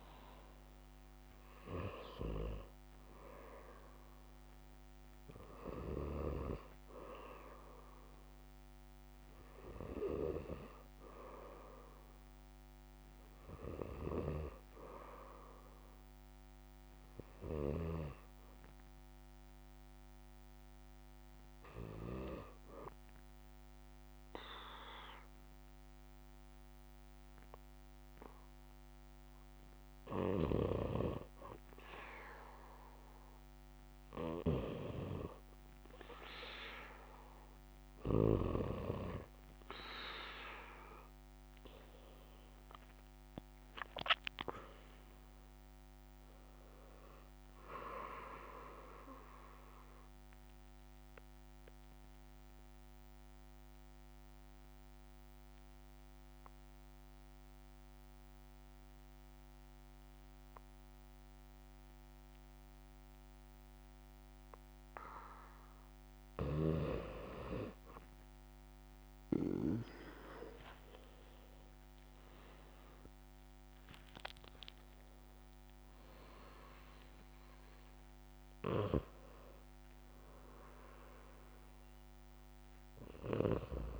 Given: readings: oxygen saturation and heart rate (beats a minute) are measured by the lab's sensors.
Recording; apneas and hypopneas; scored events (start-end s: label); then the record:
breathing in sleep by a microphone on the trachea; 2
0.00-8.50 s: oxygen desaturation (device-marked, oxygen 89% lowest, heart rate 65 extreme)
17.50-32.00 s: hypopnea (oxygen 94% before, 89% lowest, heart rate 71 before, 62 extreme, up 0 after)
34.00-37.50 s: arousal
41.50-61.50 s: oxygen desaturation (device-marked, oxygen 94% before, 90% lowest, heart rate 70 before, 62 extreme)
49.50-66.50 s: obstructive apnea (oxygen 95% before, 90% lowest, heart rate 72 before, 63 extreme, up 6 after)
71.00-75.50 s: arousal
73.50-83.99 s: oxygen desaturation (device-marked, oxygen 95% before, 90% lowest, heart rate 67 before, 65 extreme)
From the record:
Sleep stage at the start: N2 (light sleep); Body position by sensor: on the back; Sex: male